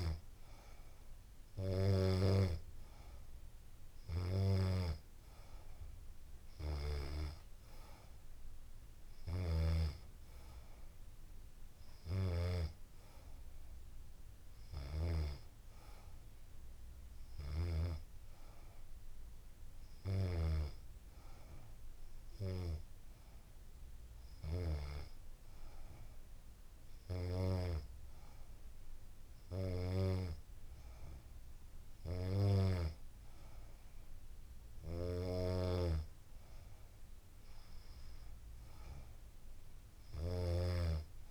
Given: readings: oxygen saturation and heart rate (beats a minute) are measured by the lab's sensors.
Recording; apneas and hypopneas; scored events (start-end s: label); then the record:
breathing in sleep by a room microphone; none
none scored
From the record:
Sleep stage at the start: N2 (light sleep); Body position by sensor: on the back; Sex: female